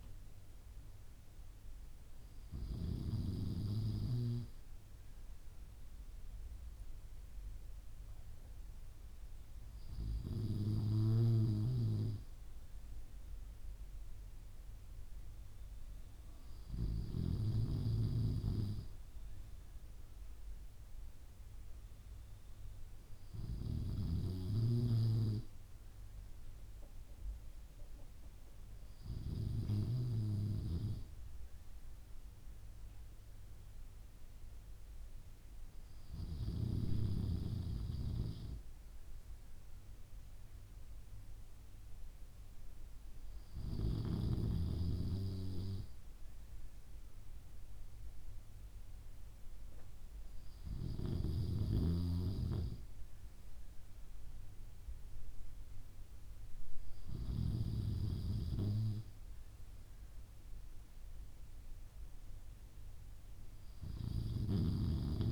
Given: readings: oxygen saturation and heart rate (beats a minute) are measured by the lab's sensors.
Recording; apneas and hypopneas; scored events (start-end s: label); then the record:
breathing in sleep by a room microphone; none
15.00-65.32 s: new sleep stage, N3 (deep sleep)
From the record:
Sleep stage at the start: N2 (light sleep); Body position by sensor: on the back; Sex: male